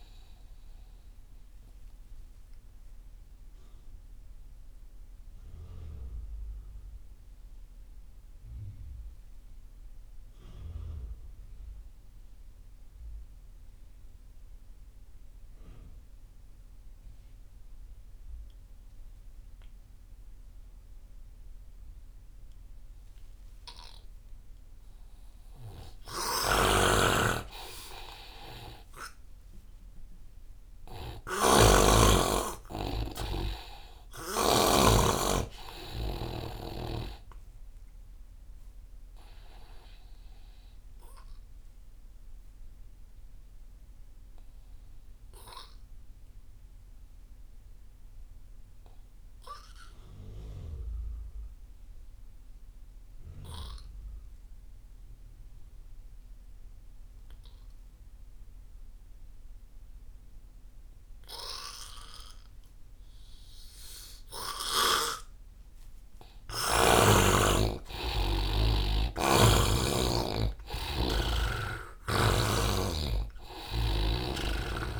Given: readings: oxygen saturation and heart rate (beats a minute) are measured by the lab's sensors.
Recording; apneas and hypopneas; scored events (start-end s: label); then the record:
breathing in sleep by a room microphone; 2
0.00-10.00 s: oxygen desaturation (device-marked, oxygen 83% lowest)
1.50-25.00 s: obstructive apnea (oxygen 99% before, 80% lowest)
24.00-50.00 s: oxygen desaturation (device-marked, oxygen 99% before, 87% lowest)
26.50-35.00 s: snoring (device-marked)
28.50-32.50 s: arousal
41.50-66.00 s: obstructive apnea (oxygen 99% before, 80% lowest)
65.00-75.00 s: oxygen desaturation (device-marked, oxygen 97% before, 80% lowest)
67.00-72.00 s: arousal
From the record:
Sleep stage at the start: N2 (light sleep); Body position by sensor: on the right side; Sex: male